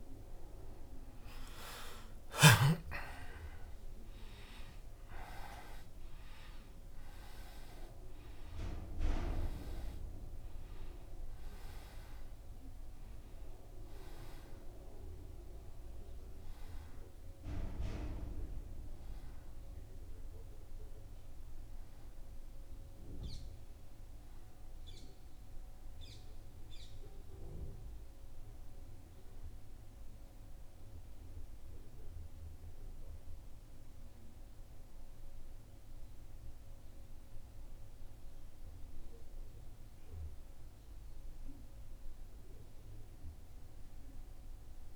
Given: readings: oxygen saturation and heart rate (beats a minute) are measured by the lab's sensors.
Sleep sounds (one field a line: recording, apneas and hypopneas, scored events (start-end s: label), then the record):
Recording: breathing in sleep by a room microphone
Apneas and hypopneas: none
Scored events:
41.50-44.96 s: arousal
42.00-44.96 s: oxygen desaturation (device-marked, oxygen 96% before, 88% lowest, heart rate 80 before, 76 extreme)
From the record:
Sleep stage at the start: N1 (lightest sleep)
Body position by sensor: on the back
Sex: male